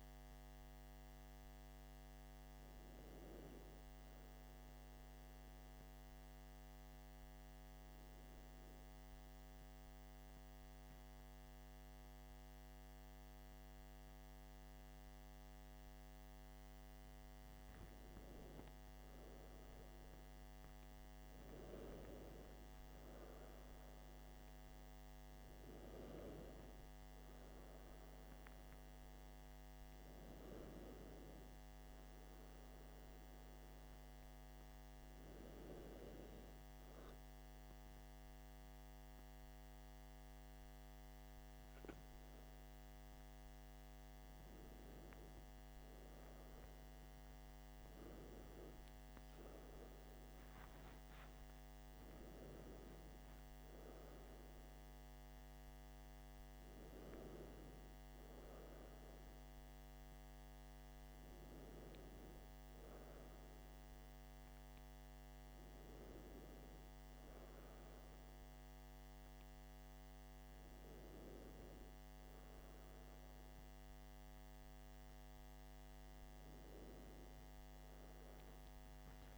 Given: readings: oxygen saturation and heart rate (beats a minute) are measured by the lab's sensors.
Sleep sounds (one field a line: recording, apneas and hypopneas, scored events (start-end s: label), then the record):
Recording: breathing in sleep, hard to hear, by a microphone on the trachea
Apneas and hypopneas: 2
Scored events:
7.00-17.50 s: central apnea (oxygen 96% before, 93% lowest, heart rate 57 before, 54 extreme, up 12 after)
20.50-24.00 s: arousal
33.50-43.50 s: hypopnea (oxygen 95% before, 93% lowest, heart rate 60 before, 54 extreme, up 10 after)
40.00-70.00 s: new sleep stage, N1 (lightest sleep)
47.50-51.50 s: arousal
70.00-79.38 s: new sleep stage, awake
From the record:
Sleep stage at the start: N2 (light sleep)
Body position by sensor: on the back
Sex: male